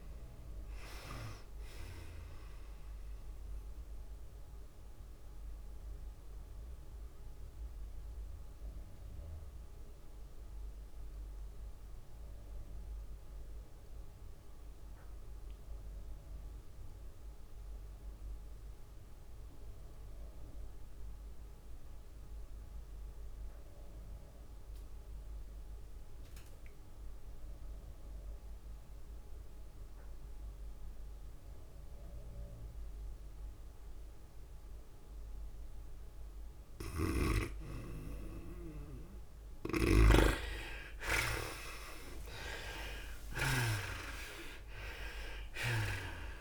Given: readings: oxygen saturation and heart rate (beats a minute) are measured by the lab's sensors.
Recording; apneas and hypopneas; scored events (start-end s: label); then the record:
breathing in sleep by a room microphone; 1
0.00-10.50 s: drop in pulse transit time (device-marked, heart rate 107 extreme)
0.00-12.50 s: oxygen desaturation (device-marked, oxygen 60% lowest, heart rate 98 extreme)
0.00-29.50 s: tachycardia (device-marked, heart rate 116 extreme)
2.50-46.41 s: new sleep stage, N2 (light sleep)
4.00-36.50 s: mixed apnea (oxygen 86% before, 61% lowest, heart rate 104 before, 83 extreme, up 0 after)
14.50-46.41 s: oxygen desaturation (device-marked, oxygen 97% before, 61% lowest, heart rate 111 before, 83 extreme)
35.00-37.00 s: long interval between heartbeats (device-marked, heart rate 104 before, 98 extreme)
41.50-46.00 s: arousal
42.00-44.00 s: long interval between heartbeats (device-marked, heart rate 99 before, 83 extreme)
43.50-46.41 s: tachycardia (device-marked, heart rate 103 before, 115 extreme)
From the record:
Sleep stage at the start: REM sleep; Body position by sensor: on the back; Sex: female